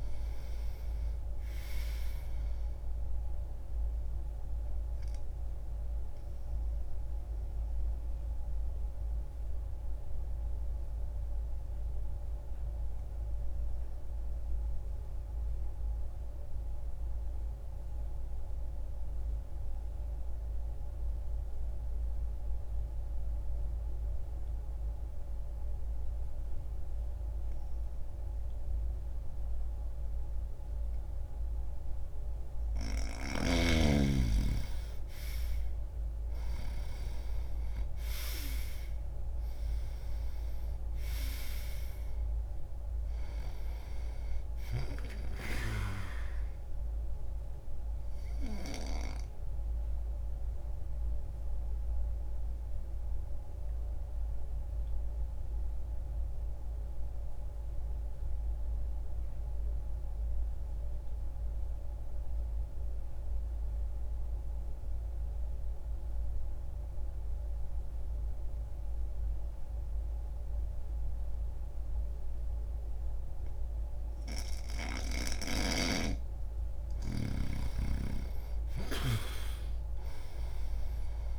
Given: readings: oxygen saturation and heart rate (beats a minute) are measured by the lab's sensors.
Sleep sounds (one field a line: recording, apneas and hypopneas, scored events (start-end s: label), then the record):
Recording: breathing in sleep by a room microphone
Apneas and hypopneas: 2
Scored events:
0.00-26.50 s: oxygen desaturation (device-marked, oxygen 81% lowest)
5.50-33.00 s: mixed apnea (oxygen 98% before, 81% lowest)
32.50-65.50 s: oxygen desaturation (device-marked, oxygen 98% before, 82% lowest)
34.50-38.00 s: arousal
48.50-75.50 s: obstructive apnea (oxygen 98% before, 82% lowest)
76.50-81.00 s: arousal
From the record:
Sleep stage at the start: N2 (light sleep)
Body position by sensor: on the back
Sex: male